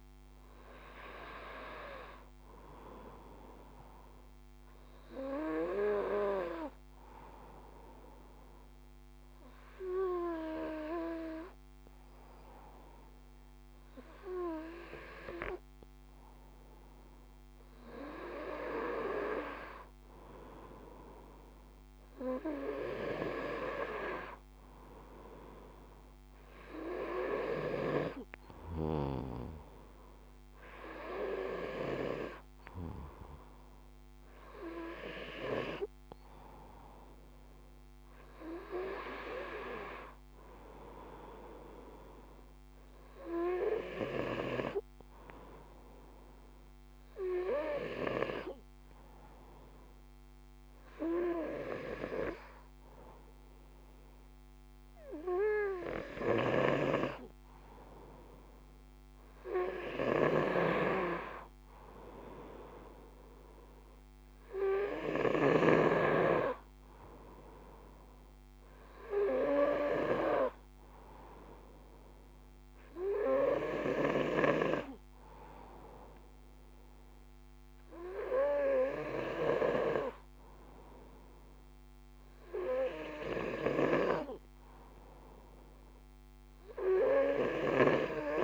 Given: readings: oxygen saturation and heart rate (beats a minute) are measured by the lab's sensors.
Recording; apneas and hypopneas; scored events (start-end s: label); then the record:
breathing in sleep by a microphone on the trachea; 2
7.00-17.50 s: obstructive apnea (oxygen 97% before, 94% lowest, heart rate 56 before, 54 extreme, up 1 after)
18.50-22.50 s: arousal
46.00-57.00 s: hypopnea (oxygen 96% before, 94% lowest, heart rate 55 before, 54 extreme, up 1 after)
61.00-65.00 s: arousal
From the record:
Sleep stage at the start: N2 (light sleep); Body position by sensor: on the front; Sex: male